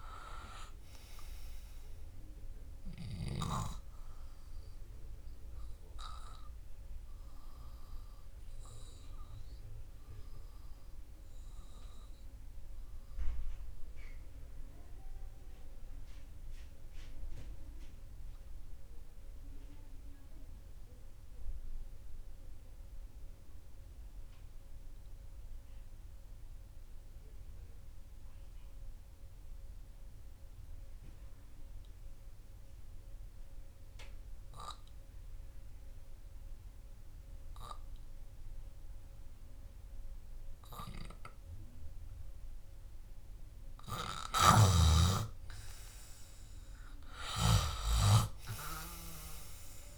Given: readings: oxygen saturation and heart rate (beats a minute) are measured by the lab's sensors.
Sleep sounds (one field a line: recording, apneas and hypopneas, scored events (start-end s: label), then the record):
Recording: breathing in sleep by a room microphone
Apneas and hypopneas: 1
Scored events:
0.00-2.00 s: arousal
0.00-4.00 s: oxygen desaturation (device-marked, oxygen 90% lowest, heart rate 59 extreme)
8.50-41.50 s: obstructive apnea (oxygen 97% before, 90% lowest, heart rate 67 before, 54 extreme, up 5 after)
21.00-31.00 s: oxygen desaturation (device-marked, oxygen 97% before, 93% lowest, heart rate 72 before, 54 extreme)
43.50-48.00 s: arousal
From the record:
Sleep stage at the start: N2 (light sleep)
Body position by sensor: on the back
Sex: male